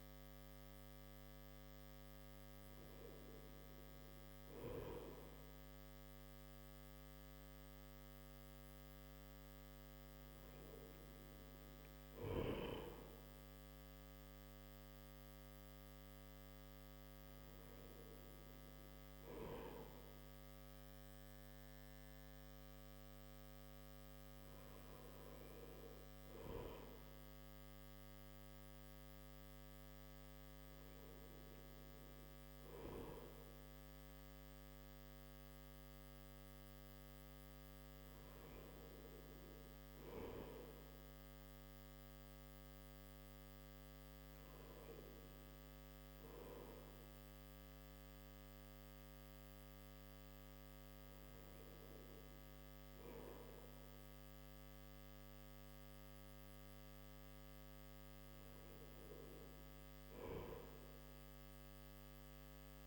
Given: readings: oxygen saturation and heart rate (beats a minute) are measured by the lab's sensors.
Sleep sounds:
breathing in sleep by a microphone on the trachea; none
none scored
From the record:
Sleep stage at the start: N1 (lightest sleep); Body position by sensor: on the back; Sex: male

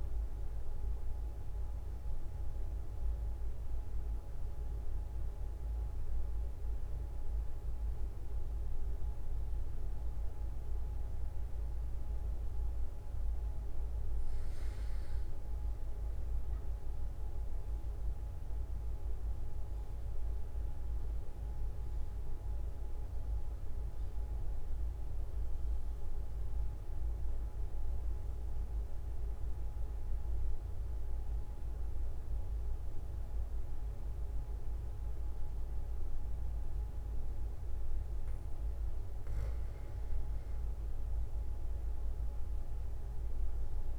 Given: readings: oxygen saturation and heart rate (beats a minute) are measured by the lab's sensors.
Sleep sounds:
breathing in sleep, hard to hear, by a room microphone; 1
16.00-38.50 s: obstructive apnea (oxygen 96% before, 93% lowest, heart rate 46 before, 44 extreme, up 4 after)
40.50-43.99 s: arousal
From the record:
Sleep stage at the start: N2 (light sleep); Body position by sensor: on the back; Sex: male

